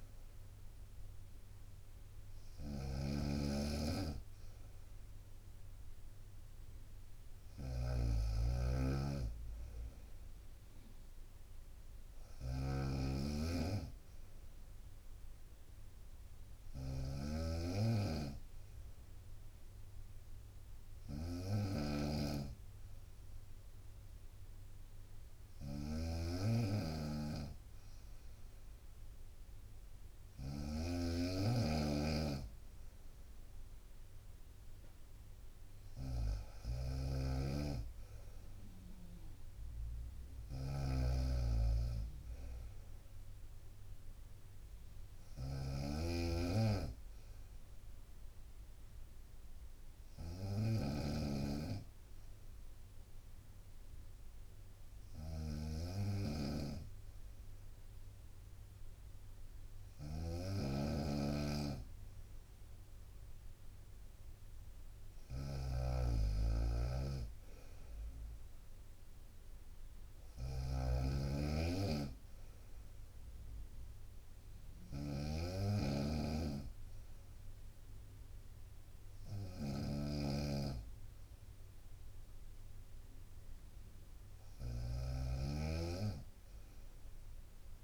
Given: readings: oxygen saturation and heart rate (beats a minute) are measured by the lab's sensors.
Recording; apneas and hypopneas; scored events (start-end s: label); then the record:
breathing in sleep by a room microphone; none
0.00-87.84 s: snoring (device-marked)
From the record:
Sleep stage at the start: N2 (light sleep); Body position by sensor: on the right side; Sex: female